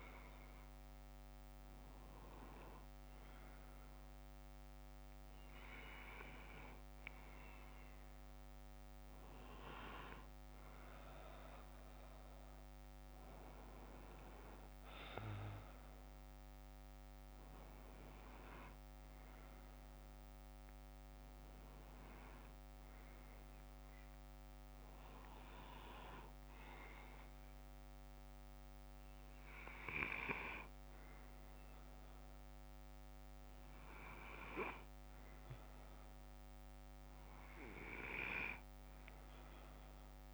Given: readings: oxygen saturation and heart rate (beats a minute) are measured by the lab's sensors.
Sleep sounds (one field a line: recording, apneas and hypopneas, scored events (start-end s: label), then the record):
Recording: breathing in sleep by a microphone on the trachea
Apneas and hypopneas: none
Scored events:
7.00-9.00 s: bradycardia (device-marked, heart rate 63 before, 65 extreme)
10.00-12.00 s: bradycardia (device-marked, heart rate 63 before, 59 extreme)
From the record:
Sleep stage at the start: N2 (light sleep)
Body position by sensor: on the left side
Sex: male